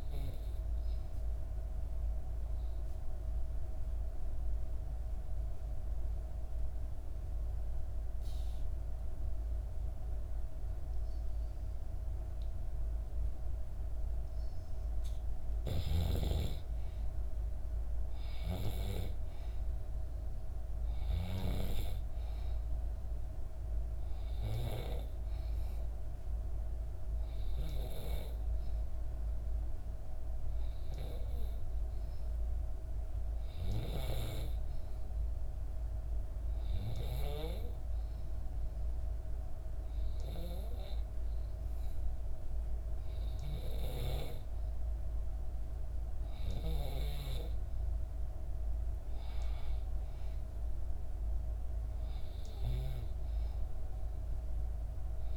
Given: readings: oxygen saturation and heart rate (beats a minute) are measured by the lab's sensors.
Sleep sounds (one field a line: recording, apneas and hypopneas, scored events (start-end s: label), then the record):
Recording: breathing in sleep by a room microphone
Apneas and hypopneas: 2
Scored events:
0.00-2.00 s: oxygen desaturation (device-marked, oxygen 91% lowest, heart rate 64 extreme)
1.50-14.50 s: obstructive apnea (oxygen 96% before, 90% lowest, heart rate 66 before, 64 extreme, up 5 after)
16.00-20.00 s: arousal
20.00-36.00 s: oxygen desaturation (device-marked, oxygen 95% before, 90% lowest, heart rate 65 before, 65 extreme)
26.50-43.50 s: hypopnea (oxygen 95% before, 90% lowest, heart rate 66 before, 65 extreme, up 2 after)
45.00-48.50 s: arousal
From the record:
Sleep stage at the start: N2 (light sleep)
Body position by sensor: on the back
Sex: female